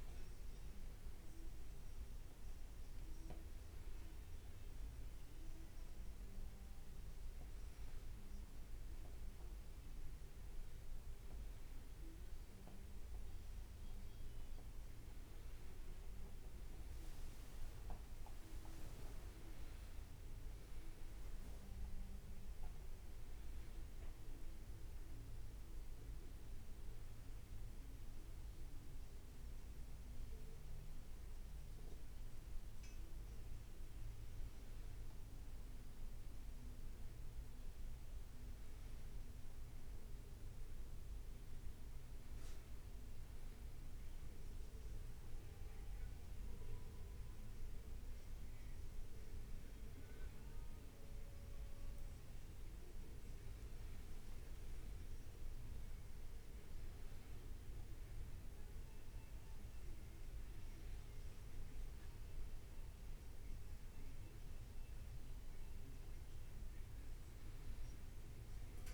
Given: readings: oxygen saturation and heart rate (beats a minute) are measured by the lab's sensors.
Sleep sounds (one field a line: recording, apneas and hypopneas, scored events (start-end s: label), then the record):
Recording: breathing in sleep, hard to hear, by a room microphone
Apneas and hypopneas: none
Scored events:
17.00-20.00 s: leg movement (device-marked)
54.00-60.50 s: leg movement (device-marked)
From the record:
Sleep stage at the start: N1 (lightest sleep)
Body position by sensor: on the back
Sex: male